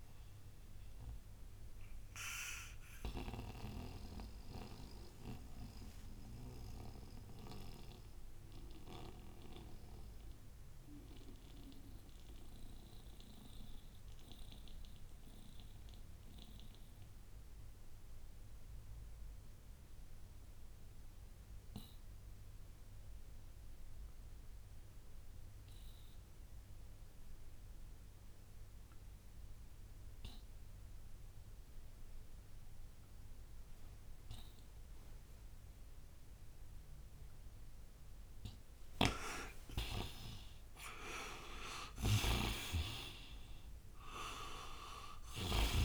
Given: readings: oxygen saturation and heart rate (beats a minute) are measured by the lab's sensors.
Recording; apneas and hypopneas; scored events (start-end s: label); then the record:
breathing in sleep by a room microphone; 1
0.00-20.00 s: oxygen desaturation (device-marked, oxygen 80% lowest, heart rate 58 extreme)
3.00-37.50 s: mixed apnea (oxygen 98% before, 79% lowest, heart rate 72 before, 58 extreme, up 9 after)
34.00-45.85 s: oxygen desaturation (device-marked, oxygen 98% before, 79% lowest, heart rate 62 before, 60 extreme)
38.50-45.85 s: snoring (device-marked)
39.00-44.00 s: arousal
From the record:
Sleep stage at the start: N2 (light sleep); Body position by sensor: on the right side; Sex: male